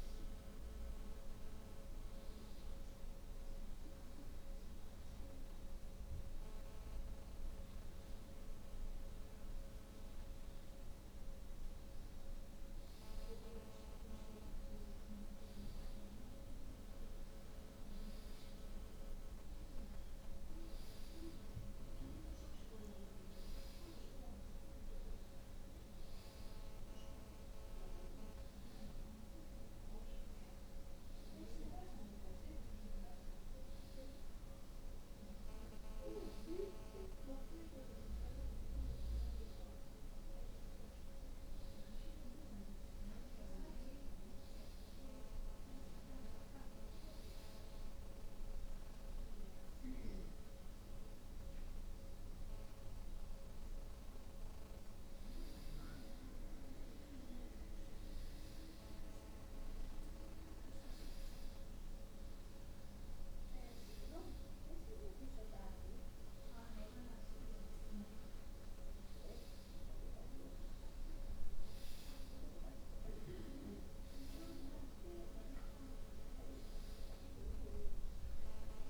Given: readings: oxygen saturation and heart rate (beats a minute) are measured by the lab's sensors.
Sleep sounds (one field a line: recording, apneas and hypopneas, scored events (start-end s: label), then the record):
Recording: breathing in sleep by a room microphone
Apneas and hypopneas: none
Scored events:
45.00-78.90 s: new sleep stage, N2 (light sleep)
From the record:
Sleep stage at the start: N1 (lightest sleep)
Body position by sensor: on the back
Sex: female